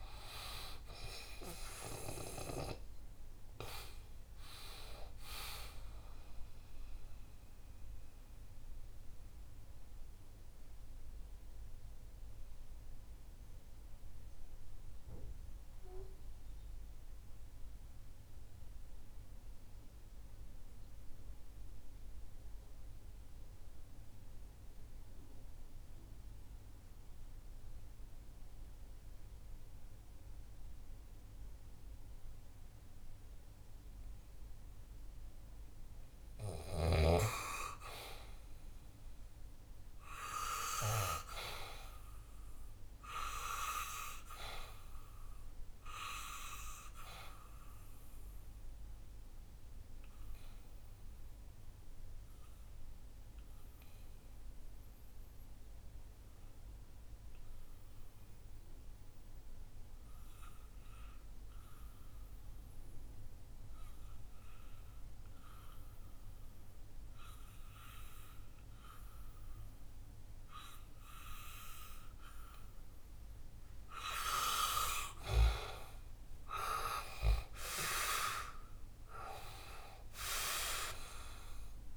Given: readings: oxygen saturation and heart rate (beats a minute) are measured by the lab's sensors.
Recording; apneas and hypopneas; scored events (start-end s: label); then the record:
breathing in sleep by a room microphone; 2
1.00-6.00 s: oxygen desaturation (device-marked, oxygen 96% before, 91% lowest, heart rate 64 before, 58 extreme)
8.00-32.50 s: mixed apnea (oxygen 96% before, 89% lowest, heart rate 68 before, 59 extreme, up 4 after)
20.00-29.00 s: oxygen desaturation (device-marked, oxygen 92% before, 89% lowest, heart rate 65 before, 62 extreme)
34.00-37.00 s: arousal
41.00-66.00 s: oxygen desaturation (device-marked, oxygen 99% before, 91% lowest, heart rate 64 before, 60 extreme)
48.50-72.50 s: obstructive apnea (oxygen 99% before, 88% lowest, heart rate 65 before, 60 extreme, up 7 after)
74.00-81.97 s: oxygen desaturation (device-marked, oxygen 97% before, 88% lowest, heart rate 63 before, 61 extreme)
76.50-79.50 s: arousal
From the record:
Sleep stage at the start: N2 (light sleep); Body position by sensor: on the back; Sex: male